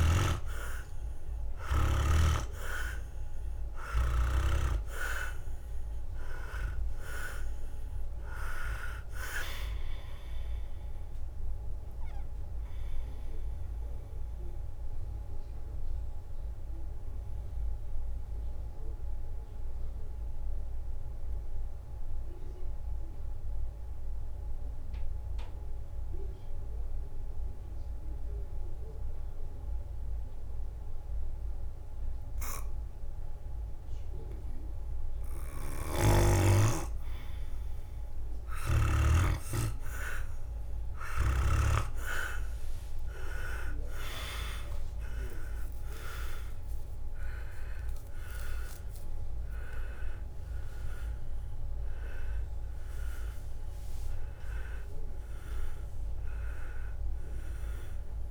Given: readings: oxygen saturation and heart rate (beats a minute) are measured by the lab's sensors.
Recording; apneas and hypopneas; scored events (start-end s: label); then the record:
breathing in sleep by a room microphone; 1
0.00-1.00 s: arousal
0.00-4.50 s: snoring (device-marked)
0.00-14.50 s: drop in pulse transit time (device-marked, heart rate 67 extreme)
0.50-27.50 s: oxygen desaturation (device-marked, oxygen 99% before, 90% lowest, heart rate 63 before, 59 extreme)
11.50-35.50 s: obstructive apnea (oxygen 100% before, 90% lowest, heart rate 68 before, 59 extreme, up 11 after)
36.50-40.50 s: leg movement (device-marked)
37.50-58.31 s: drop in pulse transit time (device-marked, heart rate 61 before, 63 extreme)
42.00-47.00 s: arousal
49.50-58.31 s: leg movement (device-marked)
53.50-58.31 s: oxygen desaturation (device-marked, oxygen 97% before, 91% lowest, heart rate 70 before, 61 extreme)
From the record:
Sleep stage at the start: N2 (light sleep); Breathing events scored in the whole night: 244 in 3.6 hours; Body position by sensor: on the back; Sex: male